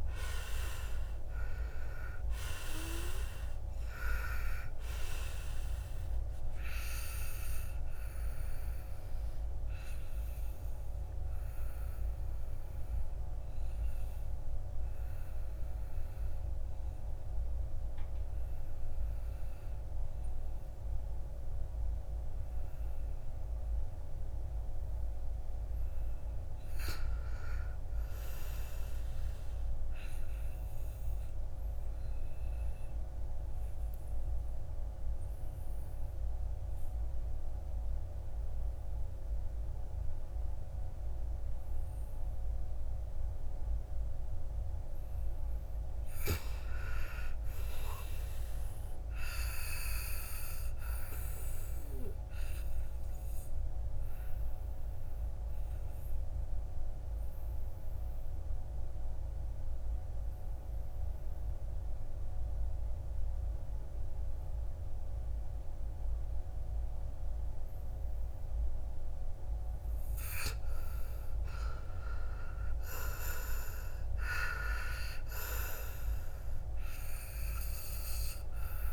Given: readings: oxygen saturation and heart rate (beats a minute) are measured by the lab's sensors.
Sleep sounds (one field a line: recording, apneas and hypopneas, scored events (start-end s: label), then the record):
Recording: breathing in sleep by a room microphone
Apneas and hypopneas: 2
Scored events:
0.00-20.00 s: oxygen desaturation (device-marked, oxygen 79% lowest, heart rate 54 extreme)
7.00-23.00 s: obstructive apnea (oxygen 95% before, 79% lowest, heart rate 67 before, 54 extreme, up 7 after)
25.00-28.50 s: arousal
33.00-49.00 s: oxygen desaturation (device-marked, oxygen 99% before, 89% lowest, heart rate 57 before, 57 extreme)
50.50-69.50 s: obstructive apnea (oxygen 99% before, 84% lowest, heart rate 60 before, 56 extreme, up 10 after)
57.00-69.00 s: oxygen desaturation (device-marked, oxygen 95% before, 86% lowest, heart rate 61 before, 56 extreme)
70.50-73.50 s: arousal
71.00-78.93 s: oxygen desaturation (device-marked, oxygen 96% before, 84% lowest, heart rate 62 before, 54 extreme)
From the record:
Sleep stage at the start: N2 (light sleep)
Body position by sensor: on the back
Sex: male